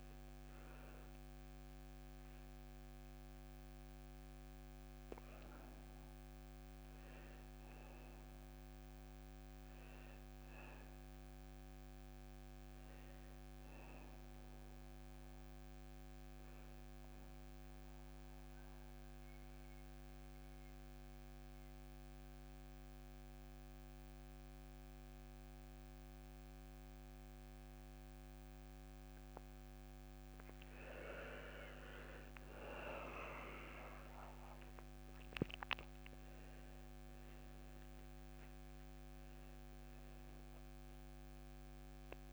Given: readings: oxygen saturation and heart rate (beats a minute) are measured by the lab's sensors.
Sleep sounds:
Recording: breathing in sleep by a microphone on the trachea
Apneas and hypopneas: 1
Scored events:
0.00-2.50 s: arousal
17.00-30.50 s: obstructive apnea (oxygen 99% before, 89% lowest)
30.50-36.50 s: oxygen desaturation (device-marked, oxygen 95% before, 90% lowest)
33.00-37.50 s: arousal
33.50-42.33 s: new sleep stage, N1 (lightest sleep)
From the record:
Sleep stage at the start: N2 (light sleep)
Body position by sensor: on the back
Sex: male

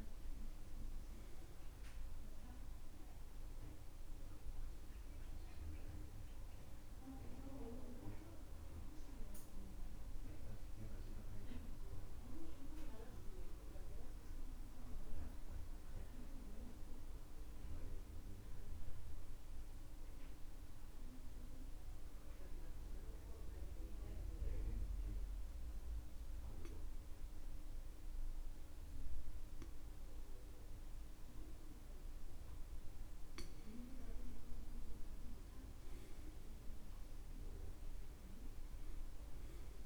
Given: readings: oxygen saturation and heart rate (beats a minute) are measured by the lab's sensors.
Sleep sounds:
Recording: breathing in sleep by a room microphone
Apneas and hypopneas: 1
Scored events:
0.00-25.50 s: oxygen desaturation (device-marked, oxygen 93% lowest, heart rate 62 extreme)
15.50-34.00 s: mixed apnea (oxygen 99% before, 89% lowest, heart rate 68 before, 62 extreme, up 11 after)
36.50-39.86 s: arousal
From the record:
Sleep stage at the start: N2 (light sleep)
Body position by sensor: on the back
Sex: male

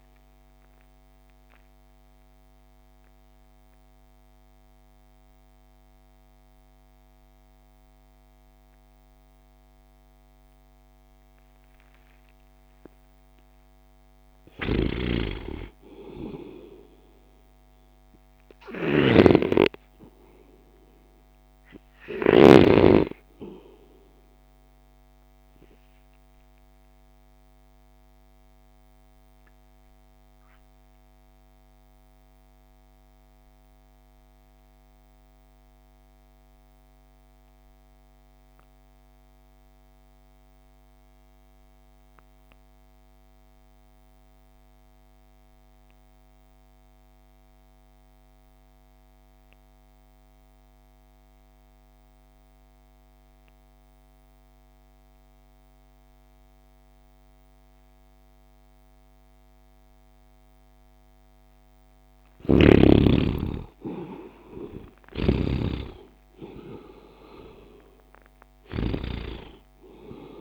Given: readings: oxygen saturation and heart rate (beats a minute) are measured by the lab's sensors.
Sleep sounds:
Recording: breathing in sleep by a microphone on the trachea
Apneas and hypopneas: 2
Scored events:
0.00-16.00 s: oxygen desaturation (device-marked, oxygen 52% lowest)
0.50-14.00 s: mixed apnea (oxygen 80% before, 52% lowest)
14.50-22.50 s: snoring (device-marked)
15.00-19.00 s: arousal
18.00-38.00 s: oxygen desaturation (device-marked, oxygen 99% before, 83% lowest)
26.50-61.00 s: obstructive apnea (oxygen 99% before, 61% lowest)
46.00-70.41 s: oxygen desaturation (device-marked, oxygen 96% before, 61% lowest)
63.00-67.00 s: arousal
65.00-69.00 s: snoring (device-marked)
From the record:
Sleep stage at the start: REM sleep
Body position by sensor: on the right side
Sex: male

